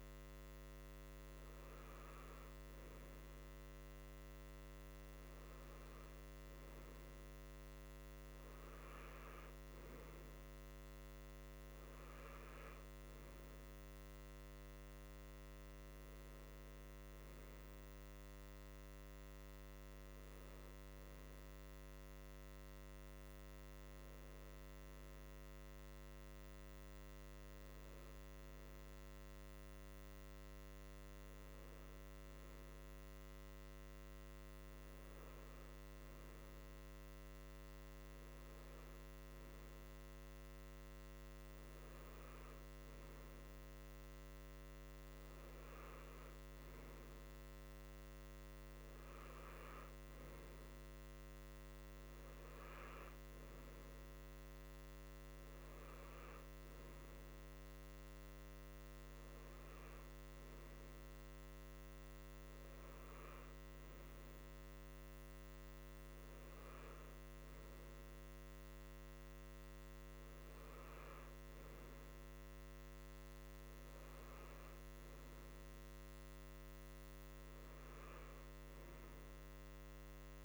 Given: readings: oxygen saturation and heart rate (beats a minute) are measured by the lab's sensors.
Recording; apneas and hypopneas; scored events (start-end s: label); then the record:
breathing in sleep, hard to hear, by a microphone on the trachea; none
27.50-80.45 s: new sleep stage, N2 (light sleep)
From the record:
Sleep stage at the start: N3 (deep sleep); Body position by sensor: on the right side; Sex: male